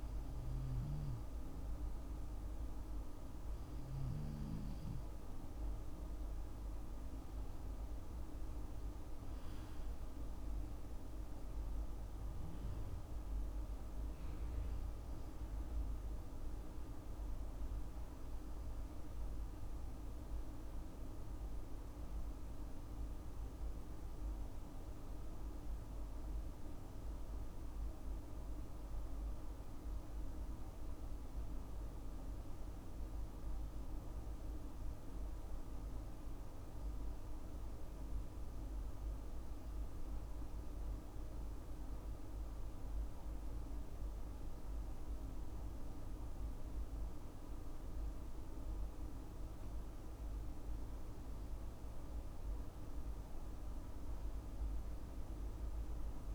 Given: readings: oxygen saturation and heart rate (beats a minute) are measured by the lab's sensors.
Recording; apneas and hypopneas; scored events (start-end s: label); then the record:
breathing in sleep, hard to hear, by a room microphone; none
none scored
From the record:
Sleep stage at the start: N2 (light sleep); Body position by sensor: on the left side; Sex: male